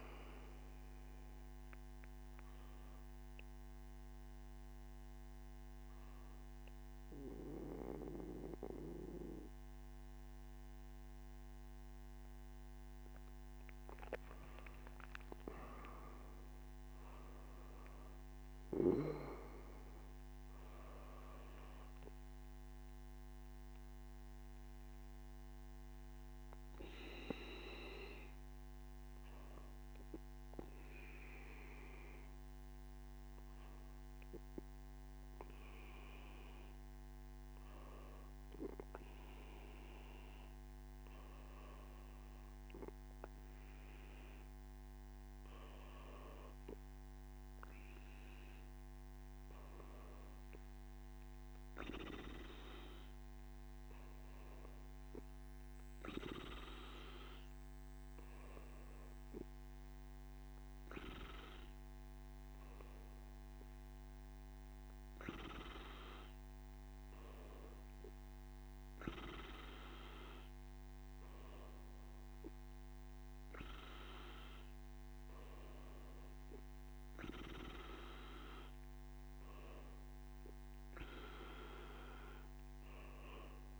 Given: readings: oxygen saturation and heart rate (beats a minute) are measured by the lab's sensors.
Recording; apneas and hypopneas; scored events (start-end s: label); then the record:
breathing in sleep by a microphone on the trachea; none
none scored
From the record:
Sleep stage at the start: N1 (lightest sleep); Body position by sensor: on the back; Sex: male